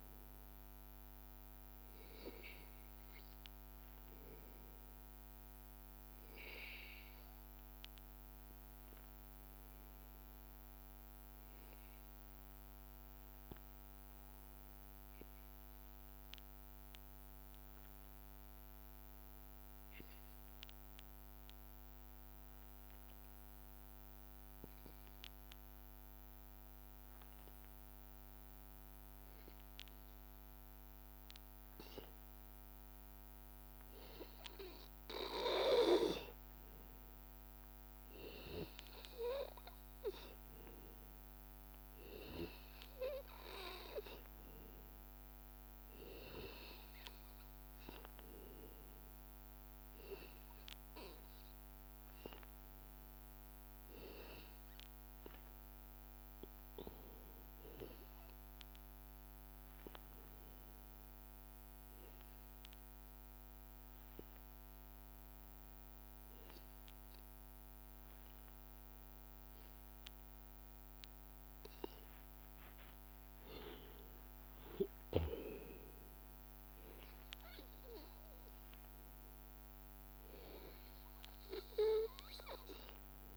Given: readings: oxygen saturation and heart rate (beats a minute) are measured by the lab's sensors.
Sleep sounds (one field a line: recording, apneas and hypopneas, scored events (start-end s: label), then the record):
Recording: breathing in sleep by a microphone on the trachea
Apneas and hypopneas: 1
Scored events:
0.00-1.00 s: oxygen desaturation (device-marked, oxygen 92% lowest, heart rate 78 extreme)
0.00-2.00 s: arousal
23.00-51.50 s: obstructive apnea (oxygen 97% before, 91% lowest, heart rate 81 before, 72 extreme, up 4 after)
24.00-57.00 s: oxygen desaturation (device-marked, oxygen 96% before, 91% lowest, heart rate 81 before, 71 extreme)
54.00-57.00 s: arousal
From the record:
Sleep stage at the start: N2 (light sleep)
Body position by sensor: on the back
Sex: male